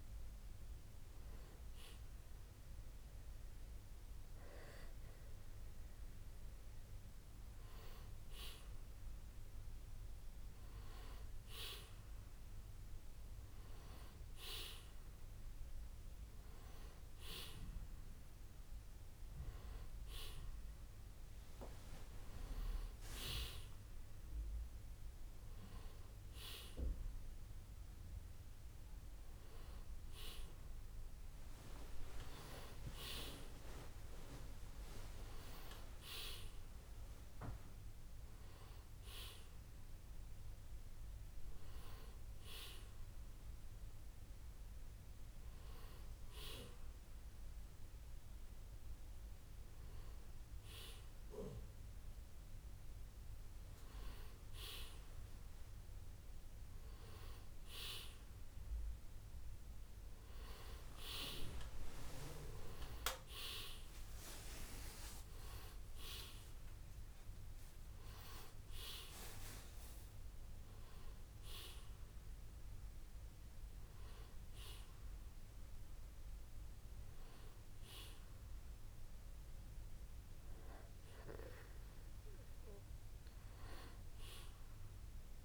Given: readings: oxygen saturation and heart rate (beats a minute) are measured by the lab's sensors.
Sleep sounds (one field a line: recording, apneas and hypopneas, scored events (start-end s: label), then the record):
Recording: breathing in sleep by a room microphone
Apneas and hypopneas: none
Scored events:
57.50-61.50 s: arousal
From the record:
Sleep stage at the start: N1 (lightest sleep)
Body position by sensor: on the back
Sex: male